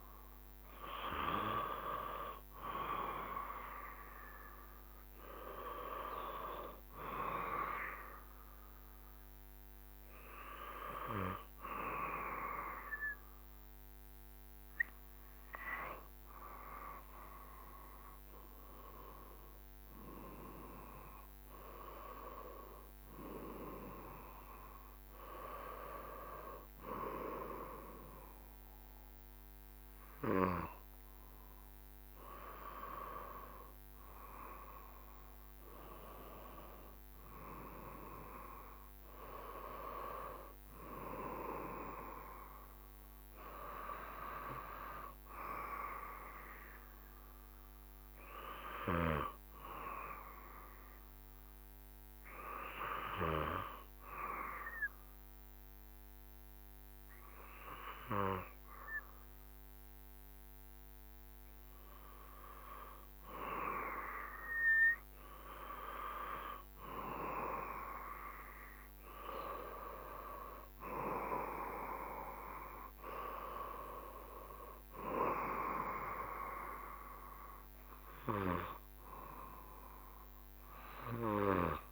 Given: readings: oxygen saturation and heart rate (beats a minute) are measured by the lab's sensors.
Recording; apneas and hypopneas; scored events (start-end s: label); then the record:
breathing in sleep by a microphone on the trachea; 2
6.00-16.00 s: obstructive apnea (oxygen 98% before, 94% lowest, heart rate 71 before, 70 extreme, up 4 after)
18.50-22.50 s: arousal
48.50-64.00 s: obstructive apnea (oxygen 95% before, 94% lowest, heart rate 76 before, 69 extreme, up 4 after)
64.50-67.00 s: arousal
From the record:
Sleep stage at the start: N2 (light sleep); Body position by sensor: on the back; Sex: male